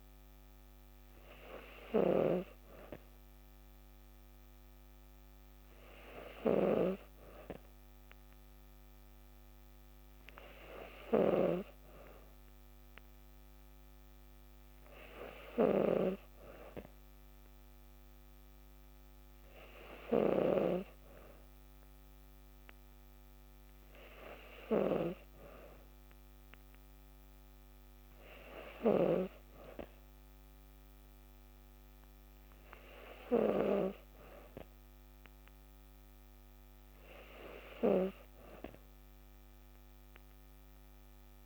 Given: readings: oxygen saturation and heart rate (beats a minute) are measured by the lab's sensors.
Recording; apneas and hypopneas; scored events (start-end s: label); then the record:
breathing in sleep by a microphone on the trachea; none
2.00-20.50 s: snoring (device-marked)
From the record:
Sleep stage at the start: N2 (light sleep); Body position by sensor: on the back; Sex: female